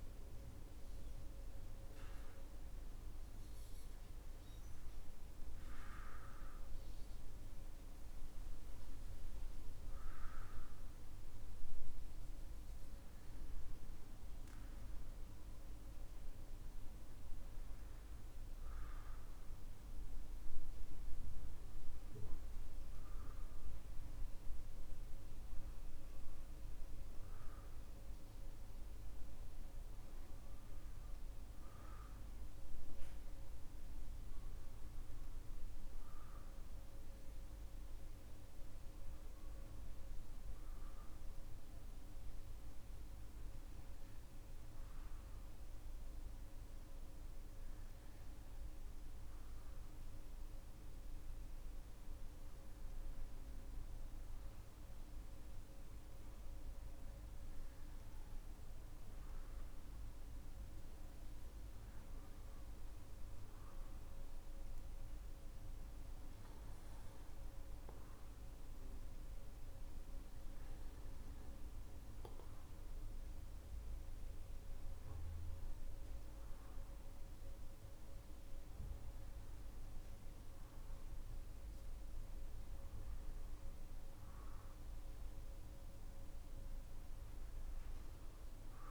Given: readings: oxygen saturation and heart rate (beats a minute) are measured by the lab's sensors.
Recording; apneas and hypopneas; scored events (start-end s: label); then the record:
a person awake in a sleep study, hard to hear, by a room microphone; none
none scored
From the record:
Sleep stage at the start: awake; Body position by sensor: on the back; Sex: male